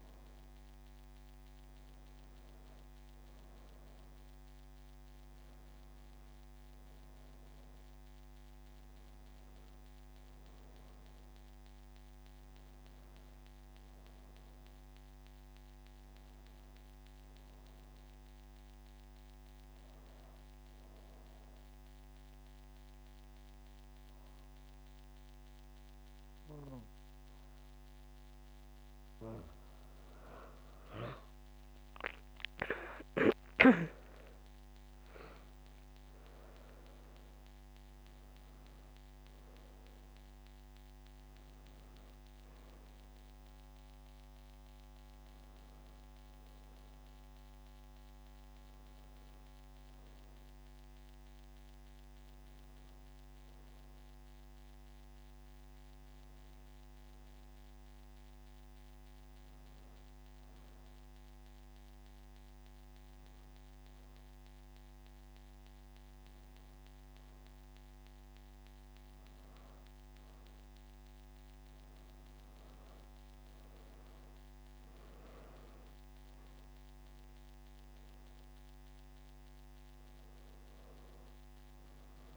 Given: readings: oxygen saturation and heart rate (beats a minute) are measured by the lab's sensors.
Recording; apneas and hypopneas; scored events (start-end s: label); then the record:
breathing in sleep, hard to hear, by a microphone on the trachea; 2
20.50-31.00 s: obstructive apnea (oxygen 93% before, 89% lowest)
33.00-38.00 s: arousal
39.00-56.00 s: oxygen desaturation (device-marked, oxygen 94% before, 89% lowest)
58.00-71.00 s: hypopnea (oxygen 96% before, 89% lowest)
72.00-75.00 s: arousal
73.00-82.37 s: oxygen desaturation (device-marked, oxygen 96% before, 89% lowest)
From the record:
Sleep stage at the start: N2 (light sleep); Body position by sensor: on the back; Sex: female